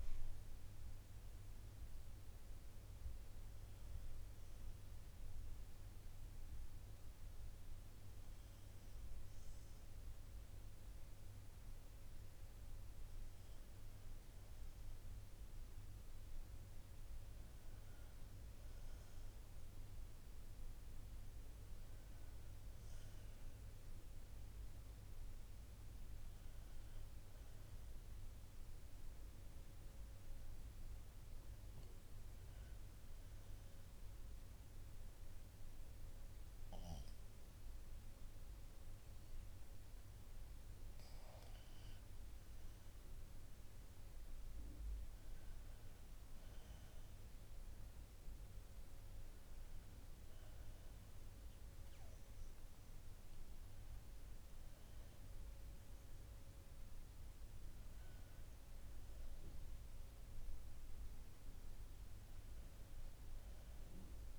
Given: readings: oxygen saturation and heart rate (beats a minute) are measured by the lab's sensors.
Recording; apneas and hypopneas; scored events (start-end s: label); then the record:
breathing in sleep, hard to hear, by a room microphone; none
49.00-52.50 s: arousal
54.00-64.00 s: oxygen desaturation (device-marked, oxygen 93% before, 89% lowest, heart rate 61 before, 64 extreme)
From the record:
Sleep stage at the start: N2 (light sleep); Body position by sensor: on the back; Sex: female